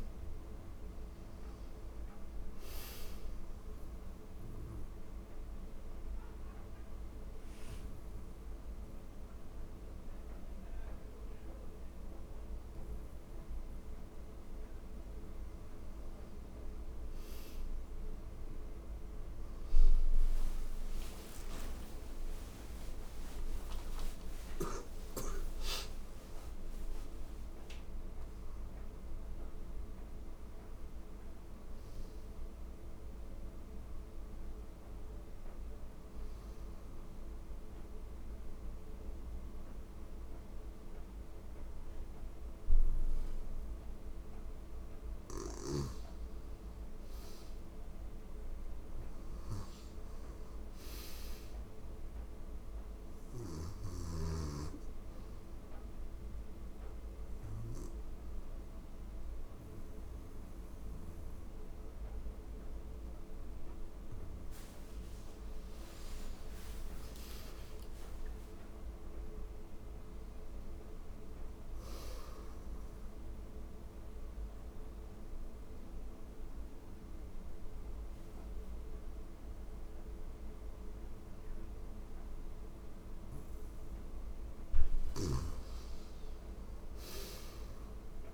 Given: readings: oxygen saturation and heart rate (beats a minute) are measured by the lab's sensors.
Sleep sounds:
breathing in sleep, hard to hear, by a room microphone; 4
3.50-15.00 s: obstructive apnea (oxygen 97% before, 89% lowest, heart rate 88 before, 83 extreme, up 45 after)
4.00-19.00 s: oxygen desaturation (device-marked, oxygen 97% before, 89% lowest, heart rate 88 before, 83 extreme)
17.00-47.00 s: new sleep stage, N1 (lightest sleep)
20.00-25.00 s: arousal
21.00-41.00 s: oxygen desaturation (device-marked, oxygen 97% before, 91% lowest, heart rate 87 before, 84 extreme)
35.50-45.50 s: obstructive apnea (oxygen 97% before, 90% lowest, heart rate 110 before, 84 extreme, up 3 after)
47.00-50.00 s: arousal
47.00-88.34 s: new sleep stage, N2 (light sleep)
54.50-65.00 s: obstructive apnea (oxygen 96% before, 90% lowest, heart rate 86 before, 84 extreme, up 13 after)
55.00-71.00 s: oxygen desaturation (device-marked, oxygen 96% before, 90% lowest, heart rate 86 before, 84 extreme)
66.00-69.00 s: arousal
72.00-83.00 s: obstructive apnea (oxygen 96% before, 89% lowest, heart rate 91 before, 84 extreme, up 2 after)
80.00-88.00 s: oxygen desaturation (device-marked, oxygen 96% before, 91% lowest, heart rate 91 before, 85 extreme)
84.50-88.34 s: snoring (device-marked)
85.00-88.34 s: arousal
From the record:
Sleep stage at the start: N2 (light sleep); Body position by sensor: on the back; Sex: female

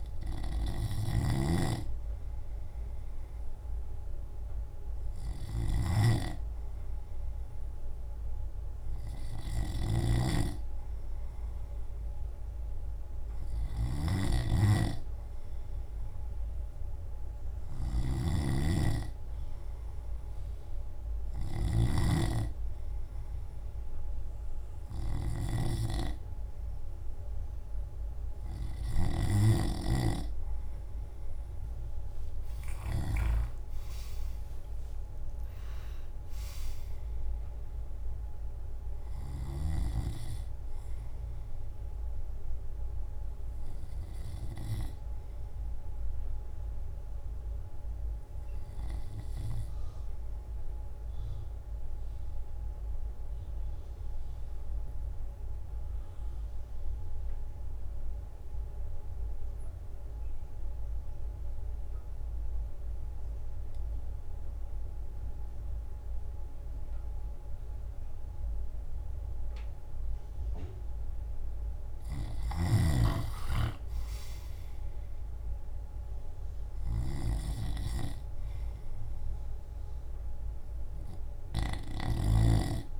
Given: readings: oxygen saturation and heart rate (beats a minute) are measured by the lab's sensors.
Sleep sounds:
breathing in sleep by a room microphone; 1
31.50-35.00 s: arousal
34.50-36.50 s: long interval between heartbeats (device-marked, heart rate 58 before, 83 extreme)
35.00-46.00 s: drop in pulse transit time (device-marked, heart rate 59 before, 53 extreme)
49.50-71.00 s: obstructive apnea (oxygen 96% before, 91% lowest, heart rate 66 before, 54 extreme, up 8 after)
73.00-83.00 s: drop in pulse transit time (device-marked, heart rate 56 before, 54 extreme)
73.50-77.50 s: arousal
From the record:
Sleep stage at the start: N2 (light sleep); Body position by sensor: on the left side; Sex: male

